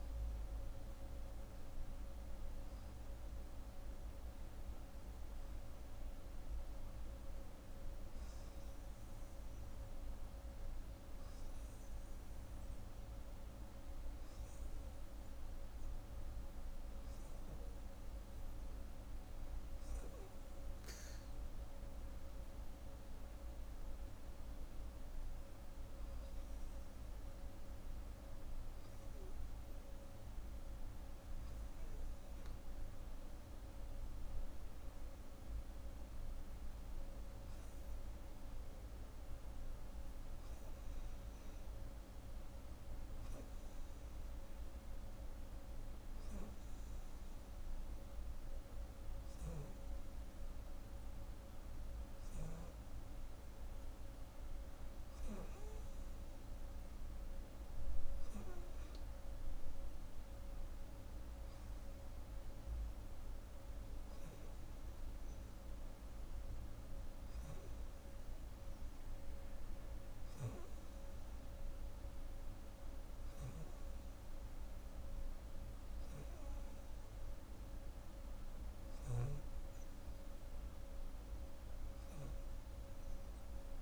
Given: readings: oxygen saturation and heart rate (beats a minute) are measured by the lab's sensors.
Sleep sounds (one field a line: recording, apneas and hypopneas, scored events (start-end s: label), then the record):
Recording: breathing in sleep, hard to hear, by a room microphone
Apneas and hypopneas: none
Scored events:
none scored
From the record:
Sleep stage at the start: N2 (light sleep)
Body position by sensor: on the right side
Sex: female